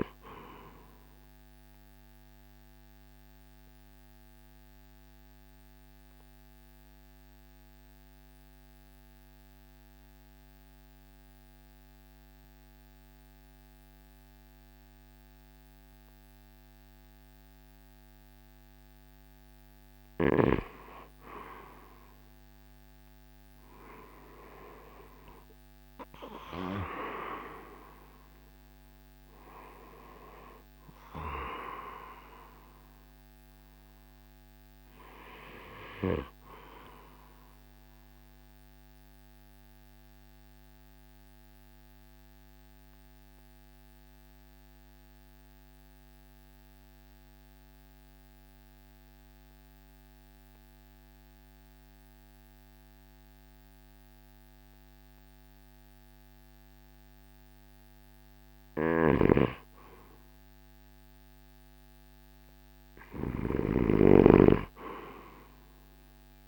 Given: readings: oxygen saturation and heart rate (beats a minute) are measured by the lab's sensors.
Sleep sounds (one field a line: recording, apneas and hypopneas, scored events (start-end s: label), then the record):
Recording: breathing in sleep by a microphone on the trachea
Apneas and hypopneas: 2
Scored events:
2.00-18.00 s: obstructive apnea (oxygen 97% before, 86% lowest, heart rate 56 before, 51 extreme, up 10 after)
4.00-24.00 s: oxygen desaturation (device-marked, oxygen 97% before, 91% lowest, heart rate 56 before, 51 extreme)
21.00-24.50 s: arousal
25.00-39.00 s: drop in pulse transit time (device-marked, heart rate 54 before, 55 extreme)
37.50-57.00 s: obstructive apnea (oxygen 95% before, 86% lowest, heart rate 61 before, 53 extreme, up 2 after)
44.00-58.00 s: oxygen desaturation (device-marked, oxygen 93% before, 86% lowest, heart rate 61 before, 53 extreme)
58.50-66.48 s: snoring (device-marked)
59.50-63.50 s: arousal
65.00-66.48 s: oxygen desaturation (device-marked, oxygen 98% before, 86% lowest, heart rate 56 before, 51 extreme)
From the record:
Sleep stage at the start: REM sleep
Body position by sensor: on the right side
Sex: male